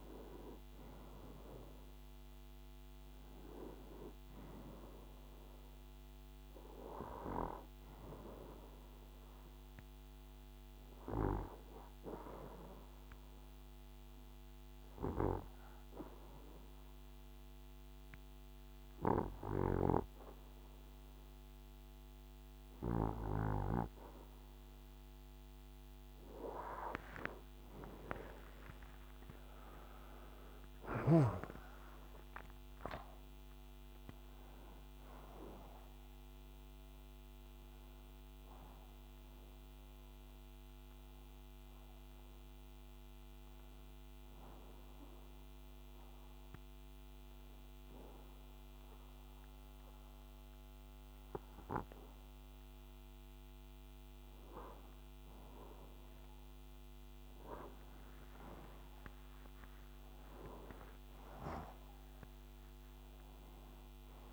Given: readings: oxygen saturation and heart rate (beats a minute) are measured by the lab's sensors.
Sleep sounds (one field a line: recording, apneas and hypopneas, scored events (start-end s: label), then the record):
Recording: breathing in sleep by a microphone on the trachea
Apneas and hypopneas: 2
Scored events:
0.00-2.50 s: arousal
9.00-24.00 s: obstructive apnea (oxygen 95% before, 92% lowest, heart rate 62 before, 62 extreme, up 0 after)
26.00-31.00 s: arousal
38.50-55.50 s: obstructive apnea (oxygen 94% before, 91% lowest, heart rate 64 before, 62 extreme, up 0 after)
57.50-62.50 s: arousal
From the record:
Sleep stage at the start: N2 (light sleep)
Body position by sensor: on the right side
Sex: male